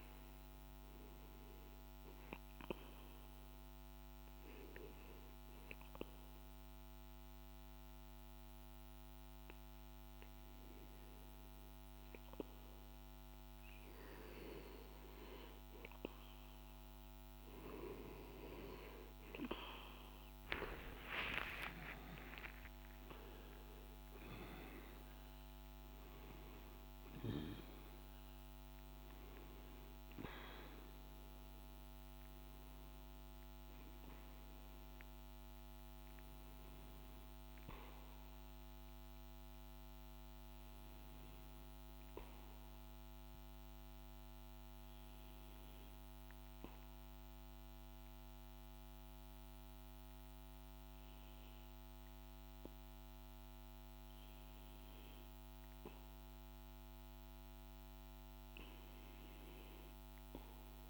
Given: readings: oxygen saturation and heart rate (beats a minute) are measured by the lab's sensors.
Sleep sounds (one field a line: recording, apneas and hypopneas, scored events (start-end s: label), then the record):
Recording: breathing in sleep by a microphone on the trachea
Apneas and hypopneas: 2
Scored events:
0.00-8.00 s: oxygen desaturation (device-marked, oxygen 91% lowest, heart rate 52 extreme)
4.50-15.00 s: obstructive apnea (oxygen 97% before, 91% lowest, heart rate 53 before, 53 extreme, up 32 after)
19.00-23.50 s: arousal
22.00-42.00 s: oxygen desaturation (device-marked, oxygen 95% before, 91% lowest, heart rate 57 before, 52 extreme)
43.00-56.50 s: obstructive apnea (oxygen 96% before, 89% lowest, heart rate 60 before, 52 extreme, up 2 after)
57.50-60.90 s: arousal
From the record:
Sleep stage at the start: REM sleep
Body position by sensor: on the back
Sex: male